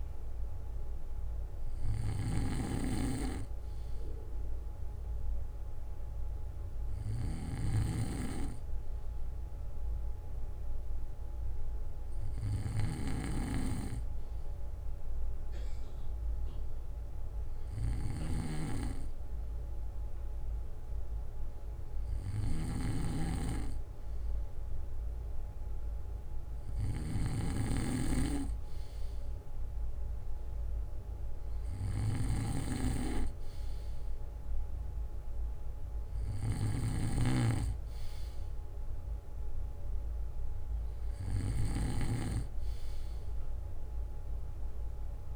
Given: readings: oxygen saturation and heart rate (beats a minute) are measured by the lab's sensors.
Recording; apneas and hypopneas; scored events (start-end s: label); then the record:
breathing in sleep by a room microphone; none
0.00-2.50 s: bradycardia (device-marked, heart rate 55 extreme)
0.00-27.00 s: snoring (device-marked)
8.50-10.50 s: bradycardia (device-marked, heart rate 62 before, 62 extreme)
21.50-23.50 s: bradycardia (device-marked, heart rate 62 before, 58 extreme)
26.50-28.50 s: bradycardia (device-marked, heart rate 62 before, 60 extreme)
30.50-32.50 s: bradycardia (device-marked, heart rate 62 before, 58 extreme)
36.50-45.36 s: snoring (device-marked)
From the record:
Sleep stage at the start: N2 (light sleep); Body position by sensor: on the back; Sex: male